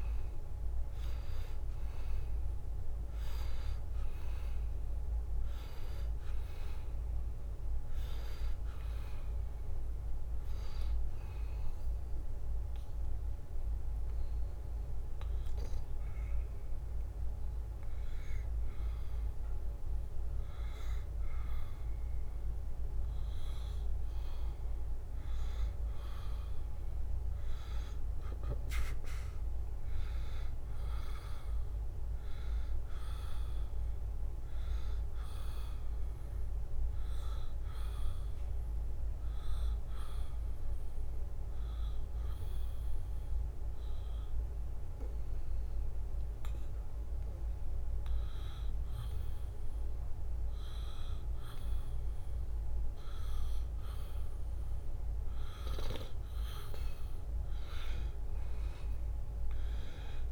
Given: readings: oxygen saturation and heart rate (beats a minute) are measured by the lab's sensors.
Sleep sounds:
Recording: breathing in sleep, hard to hear, by a room microphone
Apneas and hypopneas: 2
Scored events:
0.00-2.50 s: arousal
12.00-22.50 s: obstructive apnea (oxygen 94% before, 91% lowest, heart rate 75 before, 74 extreme, up 2 after)
25.50-30.00 s: arousal
37.50-56.00 s: obstructive apnea (oxygen 94% before, 91% lowest, heart rate 75 before, 73 extreme, up 2 after)
58.00-60.32 s: arousal
From the record:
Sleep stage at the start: N2 (light sleep)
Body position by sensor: on the back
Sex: male

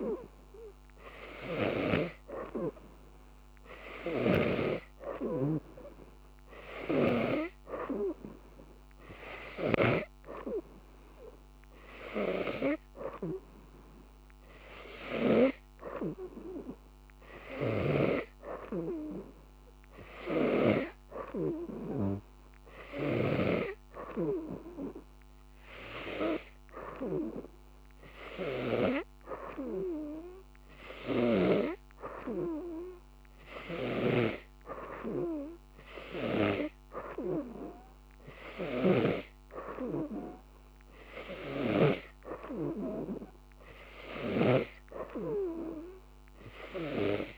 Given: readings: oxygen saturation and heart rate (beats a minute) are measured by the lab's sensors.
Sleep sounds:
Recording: breathing in sleep by a microphone on the trachea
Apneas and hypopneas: none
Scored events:
17.50-23.50 s: snoring (device-marked)
From the record:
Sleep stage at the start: N2 (light sleep)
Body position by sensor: on the right side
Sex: female

